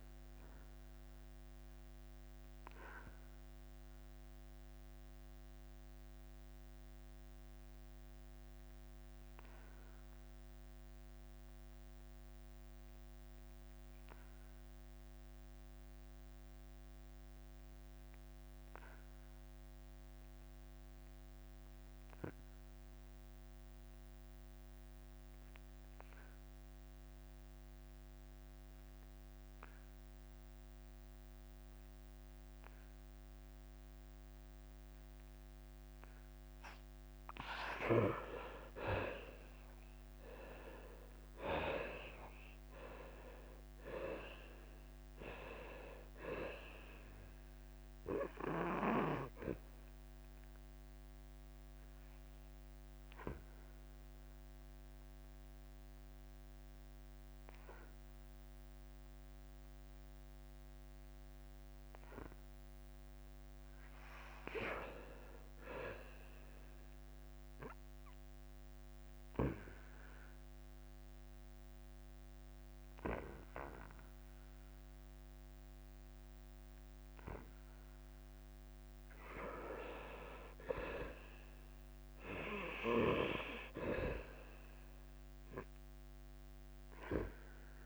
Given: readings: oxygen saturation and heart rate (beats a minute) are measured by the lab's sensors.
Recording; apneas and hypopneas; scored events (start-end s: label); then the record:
breathing in sleep by a microphone on the trachea; 3
0.00-3.00 s: drop in pulse transit time (device-marked, heart rate 86 extreme)
2.00-36.50 s: obstructive apnea (oxygen 95% before, 74% lowest, heart rate 89 before, 86 extreme, up 3 after)
10.00-15.00 s: oxygen desaturation (device-marked, oxygen 91% before, 75% lowest, heart rate 89 before, 86 extreme)
34.00-71.00 s: oxygen desaturation (device-marked, oxygen 97% before, 74% lowest, heart rate 89 before, 84 extreme)
39.00-43.00 s: arousal
41.00-54.00 s: drop in pulse transit time (device-marked, heart rate 89 before, 88 extreme)
49.50-64.50 s: obstructive apnea (oxygen 98% before, 74% lowest, heart rate 90 before, 85 extreme, up 1 after)
66.00-68.50 s: arousal
70.50-80.50 s: obstructive apnea (oxygen 91% before, 85% lowest, heart rate 93 before, 84 extreme, up 7 after)
82.00-85.00 s: arousal
82.00-87.86 s: oxygen desaturation (device-marked, oxygen 97% before, 88% lowest, heart rate 89 before, 84 extreme)
From the record:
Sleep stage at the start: N2 (light sleep); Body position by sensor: on the back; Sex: male